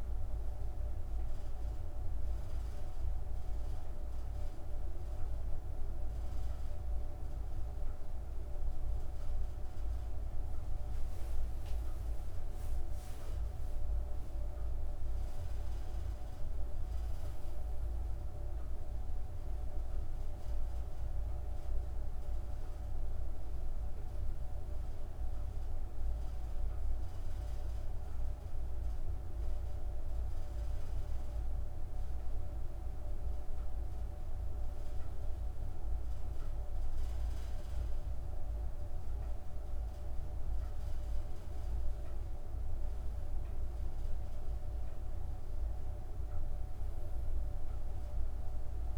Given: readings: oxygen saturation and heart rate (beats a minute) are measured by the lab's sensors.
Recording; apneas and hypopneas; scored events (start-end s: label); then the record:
breathing in sleep, hard to hear, by a room microphone; 1
28.00-41.50 s: central apnea (oxygen 99% before, 96% lowest, heart rate 55 before, 50 extreme, up 7 after)
41.50-48.98 s: new sleep stage, N2 (light sleep)
42.00-46.00 s: arousal
From the record:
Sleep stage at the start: N1 (lightest sleep); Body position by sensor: on the back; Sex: female